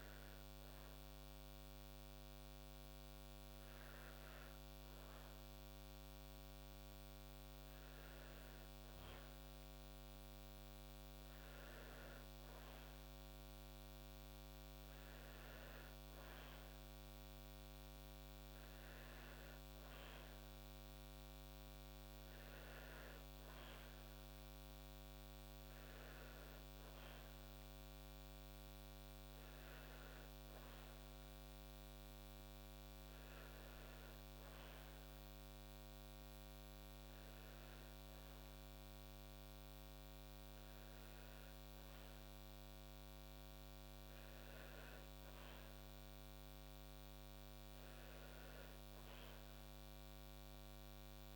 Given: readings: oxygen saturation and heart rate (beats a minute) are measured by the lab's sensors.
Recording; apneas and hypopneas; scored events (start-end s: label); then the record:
breathing in sleep, hard to hear, by a microphone on the trachea; none
none scored
From the record:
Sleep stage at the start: N1 (lightest sleep); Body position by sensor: on the back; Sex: female